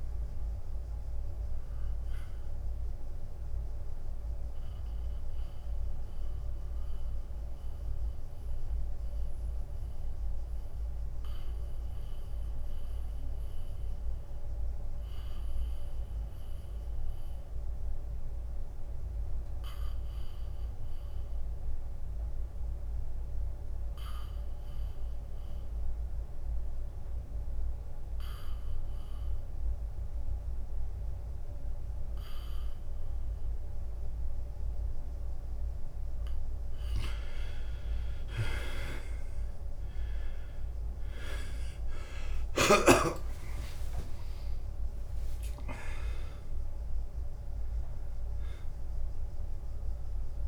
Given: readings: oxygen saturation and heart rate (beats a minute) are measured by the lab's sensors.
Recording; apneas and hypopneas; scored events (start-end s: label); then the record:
breathing in sleep by a room microphone; 1
0.00-7.00 s: drop in pulse transit time (device-marked, heart rate 83 extreme)
4.00-37.00 s: mixed apnea (oxygen 97% before, 86% lowest, heart rate 84 before, 79 extreme, up 4 after)
17.00-23.00 s: oxygen desaturation (device-marked, oxygen 94% before, 86% lowest, heart rate 84 before, 79 extreme)
38.00-50.48 s: drop in pulse transit time (device-marked, heart rate 82 before, 83 extreme)
40.00-44.50 s: arousal
From the record:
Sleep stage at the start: N2 (light sleep); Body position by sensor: on the back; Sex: male